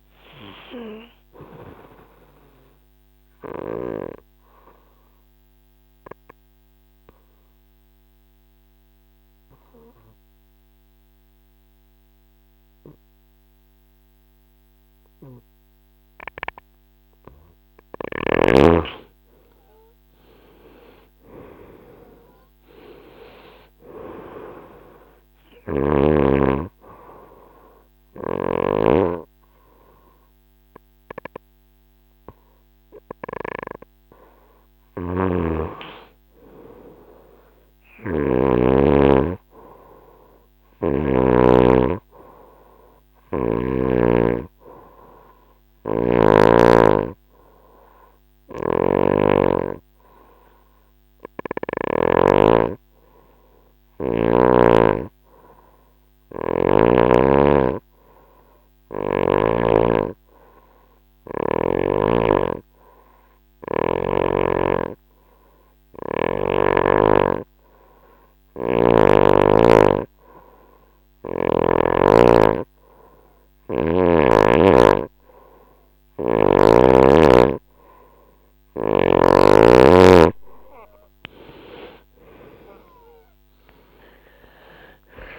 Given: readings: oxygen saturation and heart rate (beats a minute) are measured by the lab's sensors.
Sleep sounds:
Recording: breathing in sleep by a microphone on the trachea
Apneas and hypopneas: 2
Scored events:
2.50-17.00 s: obstructive apnea (oxygen 99% before, 91% lowest, heart rate 66 before, 63 extreme, up 10 after)
19.00-23.50 s: arousal
19.50-36.50 s: oxygen desaturation (device-marked, oxygen 97% before, 91% lowest, heart rate 64 before, 66 extreme)
34.00-38.00 s: snoring (device-marked)
45.00-51.50 s: snoring (device-marked)
47.00-68.00 s: hypopnea (oxygen 97% before, 89% lowest, heart rate 69 before, 66 extreme, up 5 after)
60.50-85.39 s: oxygen desaturation (device-marked, oxygen 95% before, 89% lowest, heart rate 68 before, 63 extreme)
81.00-85.39 s: arousal
From the record:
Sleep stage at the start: N2 (light sleep)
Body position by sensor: on the right side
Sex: female

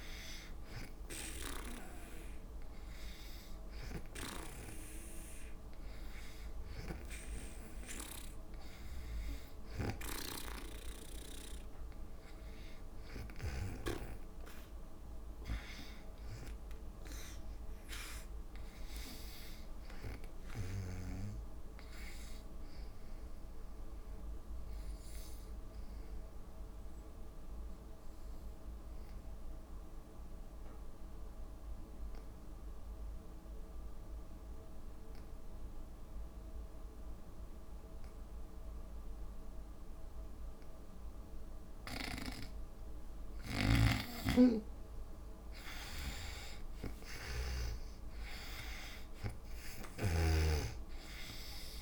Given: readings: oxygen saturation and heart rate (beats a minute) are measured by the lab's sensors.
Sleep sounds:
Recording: breathing in sleep by a room microphone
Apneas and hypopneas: 1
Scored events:
0.00-3.00 s: drop in pulse transit time (device-marked, heart rate 66 extreme)
0.00-17.00 s: oxygen desaturation (device-marked, oxygen 87% lowest, heart rate 59 extreme)
26.00-43.00 s: obstructive apnea (oxygen 95% before, 77% lowest, heart rate 65 before, 58 extreme, up 13 after)
37.00-51.82 s: oxygen desaturation (device-marked, oxygen 97% before, 85% lowest, heart rate 61 before, 58 extreme)
45.00-49.50 s: arousal
From the record:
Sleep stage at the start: N2 (light sleep)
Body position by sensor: on the back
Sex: female

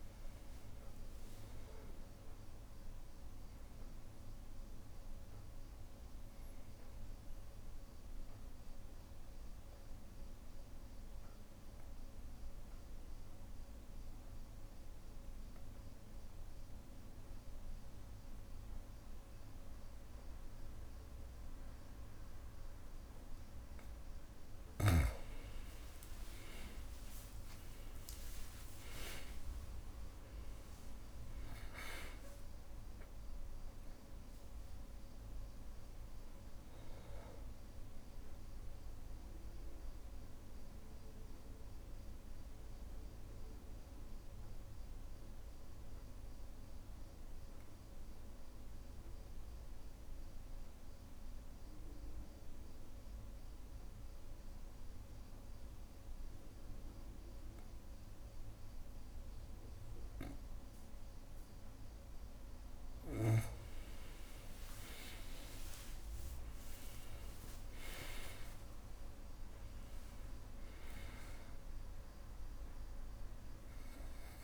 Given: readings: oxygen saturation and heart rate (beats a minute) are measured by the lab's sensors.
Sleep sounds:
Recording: breathing in sleep by a room microphone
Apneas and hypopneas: 2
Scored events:
0.00-5.50 s: oxygen desaturation (device-marked, oxygen 94% lowest, heart rate 62 extreme)
4.50-23.00 s: obstructive apnea (oxygen 99% before, 90% lowest, heart rate 63 before, 60 extreme, up 21 after)
25.50-52.50 s: oxygen desaturation (device-marked, oxygen 98% before, 90% lowest, heart rate 63 before, 60 extreme)
27.00-33.00 s: arousal
29.00-31.00 s: long interval between heartbeats (device-marked, heart rate 63 before, 72 extreme)
40.00-64.00 s: obstructive apnea (oxygen 98% before, 90% lowest, heart rate 71 before, 60 extreme, up 13 after)
65.50-69.00 s: arousal
66.50-74.44 s: oxygen desaturation (device-marked, oxygen 99% before, 91% lowest, heart rate 62 before, 60 extreme)
67.50-69.50 s: long interval between heartbeats (device-marked, heart rate 62 before, 74 extreme)
From the record:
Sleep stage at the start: N2 (light sleep)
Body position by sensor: on the back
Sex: male

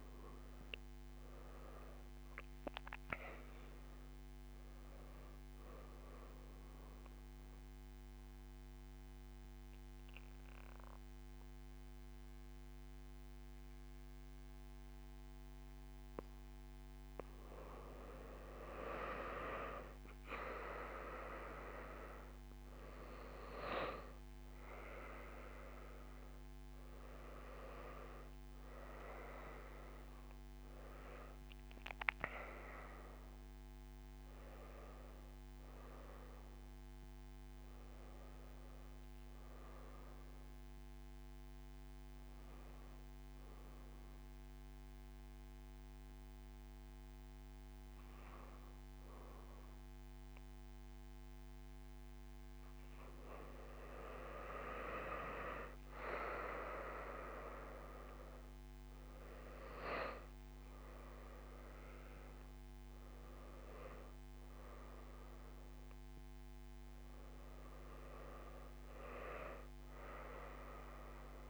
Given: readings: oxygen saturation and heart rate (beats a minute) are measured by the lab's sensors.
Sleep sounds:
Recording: a person partly awake in a sleep study, by a microphone on the trachea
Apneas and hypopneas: 2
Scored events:
0.00-6.50 s: oxygen desaturation (device-marked, oxygen 93% lowest)
6.50-18.00 s: mixed apnea (oxygen 96% before, 89% lowest)
7.50-71.50 s: new sleep stage, N2 (light sleep)
21.50-43.50 s: oxygen desaturation (device-marked, oxygen 95% before, 89% lowest)
22.00-25.50 s: arousal
43.00-54.00 s: hypopnea (oxygen 95% before, 91% lowest)
46.50-50.50 s: tachycardia (device-marked, heart rate 30 before, 172 extreme)
56.00-61.00 s: arousal
58.50-71.50 s: oxygen desaturation (device-marked, oxygen 97% before, 91% lowest)
From the record:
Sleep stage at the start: awake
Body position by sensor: on the back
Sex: female

